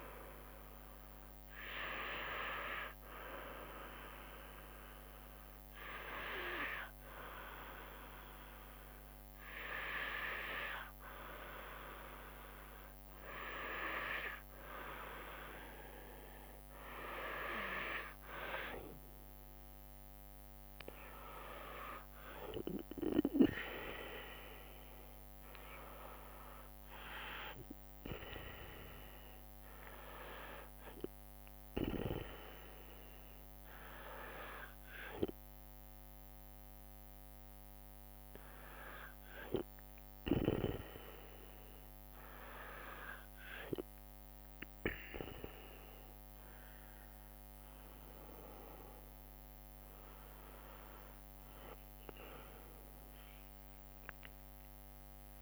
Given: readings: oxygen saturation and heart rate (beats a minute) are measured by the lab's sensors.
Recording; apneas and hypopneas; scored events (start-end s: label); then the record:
breathing in sleep by a microphone on the trachea; none
7.00-55.42 s: new sleep stage, N2 (light sleep)
From the record:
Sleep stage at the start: N1 (lightest sleep); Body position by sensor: on the back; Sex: female